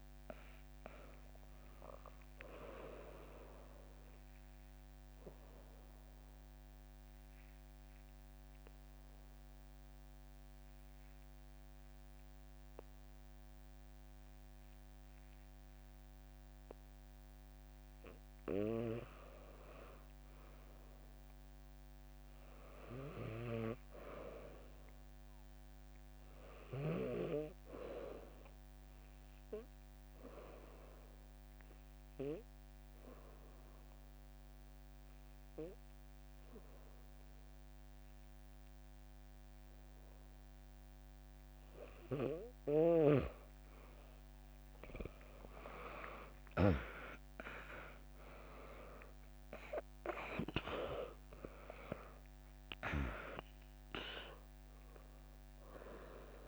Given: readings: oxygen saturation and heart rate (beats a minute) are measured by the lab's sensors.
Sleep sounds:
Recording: breathing in sleep by a microphone on the trachea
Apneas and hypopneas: 2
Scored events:
0.00-5.50 s: drop in pulse transit time (device-marked, heart rate 62 extreme)
0.00-18.50 s: oxygen desaturation (device-marked, oxygen 95% lowest, heart rate 59 extreme)
4.50-18.00 s: obstructive apnea (oxygen 100% before, 95% lowest, heart rate 68 before, 59 extreme, up 3 after)
20.50-24.50 s: arousal
22.50-24.50 s: bradycardia (device-marked, heart rate 67 before, 61 extreme)
30.00-42.50 s: obstructive apnea (oxygen 99% before, 95% lowest, heart rate 64 before, 62 extreme, up 0 after)
44.50-56.48 s: drop in pulse transit time (device-marked, heart rate 63 before, 62 extreme)
45.00-50.00 s: arousal
From the record:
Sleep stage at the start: N2 (light sleep)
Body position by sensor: on the back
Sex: female

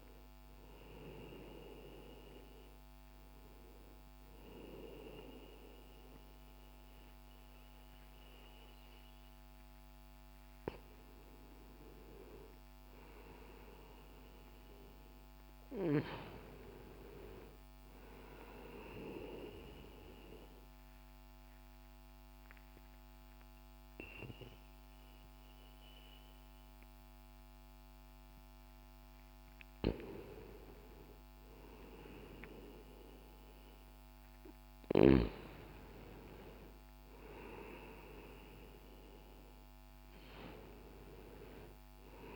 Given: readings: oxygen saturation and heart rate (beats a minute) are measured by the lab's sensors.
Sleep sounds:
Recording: breathing in sleep by a microphone on the trachea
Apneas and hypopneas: 1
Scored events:
15.00-39.00 s: oxygen desaturation (device-marked, oxygen 94% before, 86% lowest, heart rate 65 before, 59 extreme)
19.00-29.00 s: obstructive apnea (oxygen 94% before, 86% lowest, heart rate 64 before, 59 extreme, up 2 after)
21.00-42.36 s: new sleep stage, N2 (light sleep)
31.50-35.50 s: arousal
From the record:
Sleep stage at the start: N1 (lightest sleep)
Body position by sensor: on the left side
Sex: male

